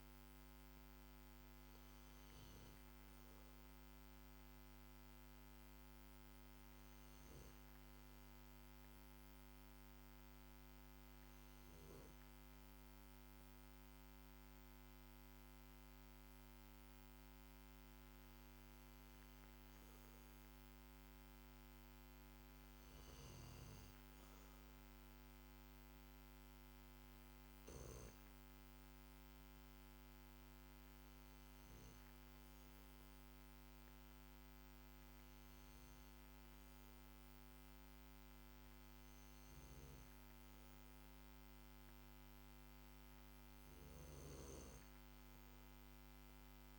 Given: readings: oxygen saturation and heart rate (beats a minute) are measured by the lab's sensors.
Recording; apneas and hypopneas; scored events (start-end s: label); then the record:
breathing in sleep, hard to hear, by a microphone on the trachea; none
none scored
From the record:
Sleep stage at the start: N2 (light sleep); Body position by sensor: on the back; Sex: male